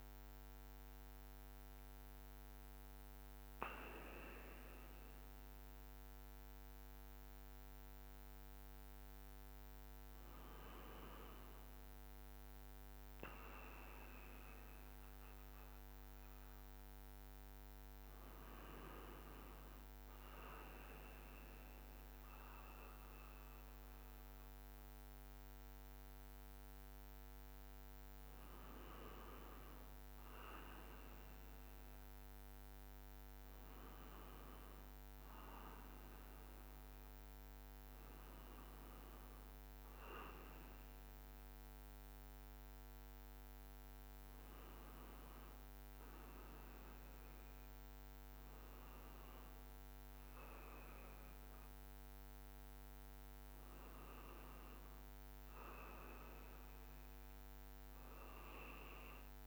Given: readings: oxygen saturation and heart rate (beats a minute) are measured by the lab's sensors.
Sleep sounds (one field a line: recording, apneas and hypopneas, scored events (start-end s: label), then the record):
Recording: a person awake in a sleep study, by a microphone on the trachea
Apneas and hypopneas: none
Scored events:
30.00-59.46 s: new sleep stage, N1 (lightest sleep)
From the record:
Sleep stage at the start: awake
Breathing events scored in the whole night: 167 in 4.0 hours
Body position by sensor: on the back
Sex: male